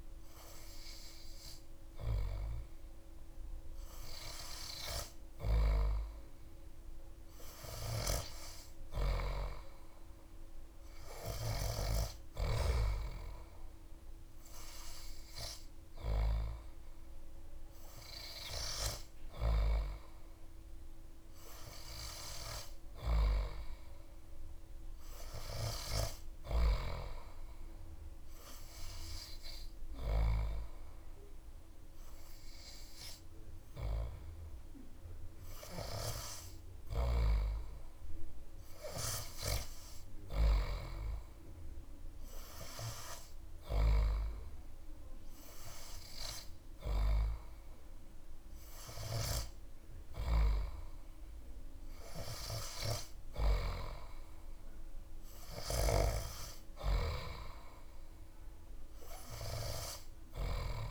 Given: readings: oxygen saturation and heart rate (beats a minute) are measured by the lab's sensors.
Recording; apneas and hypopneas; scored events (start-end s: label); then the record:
breathing in sleep by a room microphone; none
none scored
From the record:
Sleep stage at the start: N3 (deep sleep); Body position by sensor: on the back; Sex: male